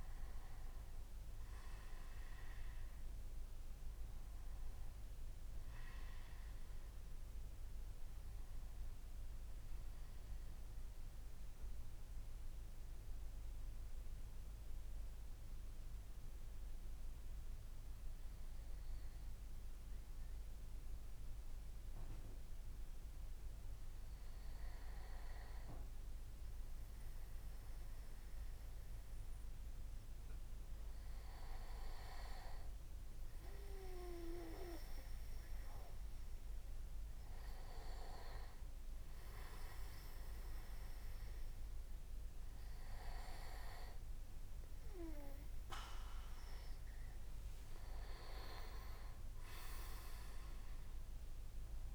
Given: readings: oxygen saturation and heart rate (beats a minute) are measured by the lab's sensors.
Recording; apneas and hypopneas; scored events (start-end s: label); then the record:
breathing in sleep by a room microphone; 1
9.50-25.00 s: mixed apnea (oxygen 97% before, 95% lowest)
18.00-51.95 s: new sleep stage, N1 (lightest sleep)
27.00-30.00 s: arousal
From the record:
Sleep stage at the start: N2 (light sleep); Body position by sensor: on the back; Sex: male